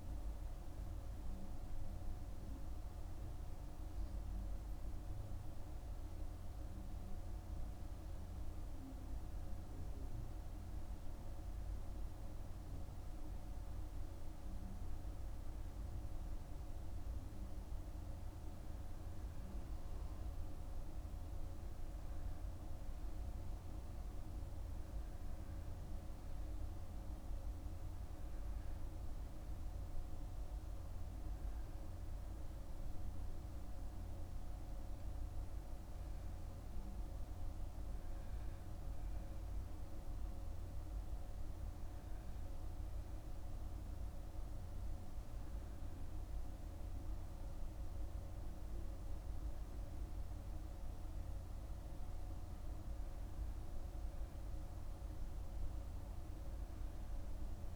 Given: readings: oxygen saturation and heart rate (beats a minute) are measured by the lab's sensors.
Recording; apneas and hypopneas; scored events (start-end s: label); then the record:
breathing in sleep, hard to hear, by a room microphone; none
none scored
From the record:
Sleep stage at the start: N2 (light sleep); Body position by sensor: on the back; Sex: male